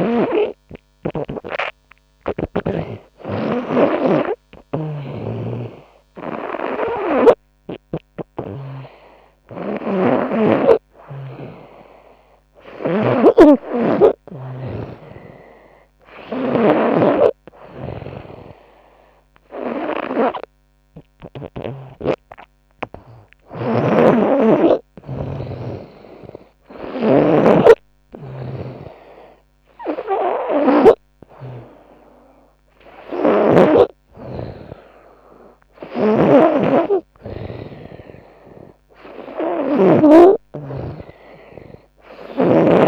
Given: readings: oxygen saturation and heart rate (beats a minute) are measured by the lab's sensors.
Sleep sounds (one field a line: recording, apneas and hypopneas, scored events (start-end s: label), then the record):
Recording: breathing in sleep by a microphone on the trachea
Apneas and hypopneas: none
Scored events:
0.00-2.00 s: snoring (device-marked)
4.00-16.00 s: snoring (device-marked)
22.50-26.50 s: snoring (device-marked)
35.00-39.50 s: snoring (device-marked)
From the record:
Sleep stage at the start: N2 (light sleep)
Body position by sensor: on the front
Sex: female